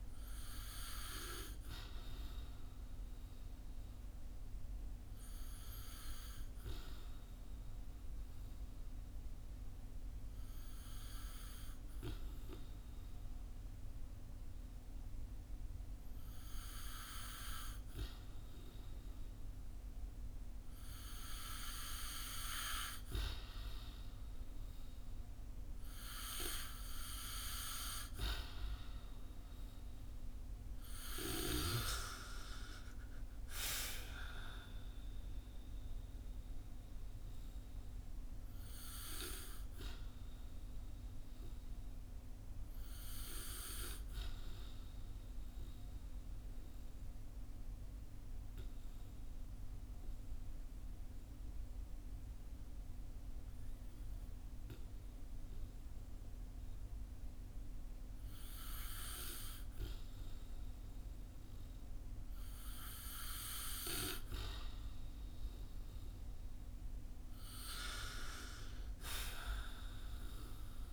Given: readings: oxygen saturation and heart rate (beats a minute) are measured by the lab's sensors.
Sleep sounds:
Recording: breathing in sleep by a room microphone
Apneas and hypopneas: 2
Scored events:
3.50-22.50 s: hypopnea (oxygen 94% before, 92% lowest, heart rate 61 before, 53 extreme, up 6 after)
27.50-31.00 s: arousal
39.00-63.00 s: obstructive apnea (oxygen 95% before, 92% lowest, heart rate 60 before, 53 extreme, up 10 after)
66.00-70.93 s: arousal
From the record:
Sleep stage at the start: N2 (light sleep)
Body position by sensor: on the back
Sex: male

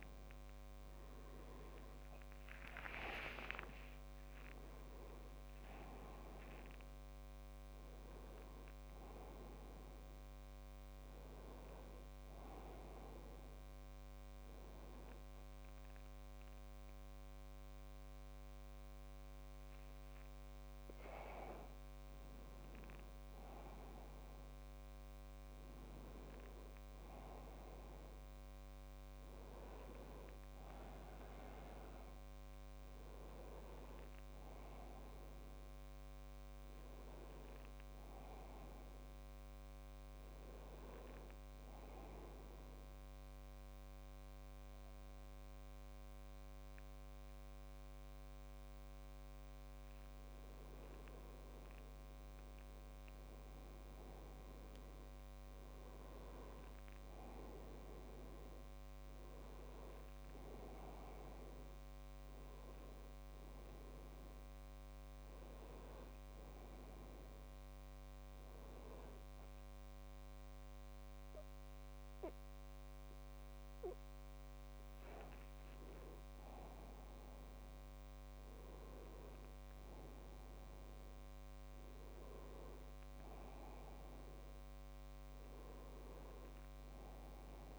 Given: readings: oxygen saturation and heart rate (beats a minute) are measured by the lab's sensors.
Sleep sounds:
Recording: breathing in sleep by a microphone on the trachea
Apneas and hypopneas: 1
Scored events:
35.50-39.00 s: arousal
42.00-52.00 s: central apnea (oxygen 97% before, 95% lowest, heart rate 69 before, 67 extreme, up 3 after)
55.50-58.50 s: arousal
From the record:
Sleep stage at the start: N1 (lightest sleep)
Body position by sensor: on the back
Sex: male

